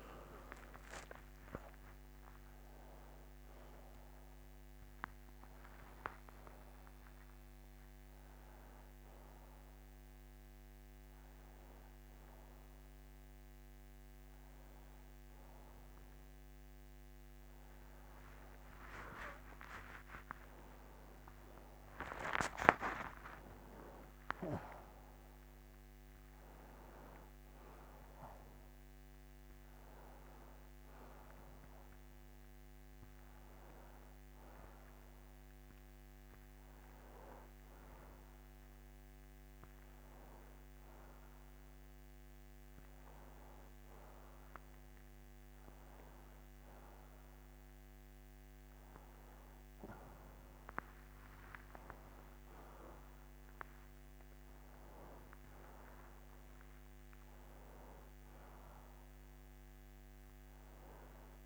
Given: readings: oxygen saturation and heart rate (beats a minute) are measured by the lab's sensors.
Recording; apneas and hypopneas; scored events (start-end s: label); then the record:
a person partly awake in a sleep study, by a microphone on the trachea; none
13.00-19.00 s: oxygen desaturation (device-marked, oxygen 97% before, 94% lowest, heart rate 66 before, 82 extreme)
21.00-45.00 s: oxygen desaturation (device-marked, oxygen 97% before, 91% lowest, heart rate 65 before, 79 extreme)
24.00-61.46 s: new sleep stage, N1 (lightest sleep)
From the record:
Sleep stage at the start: awake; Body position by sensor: on the right side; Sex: male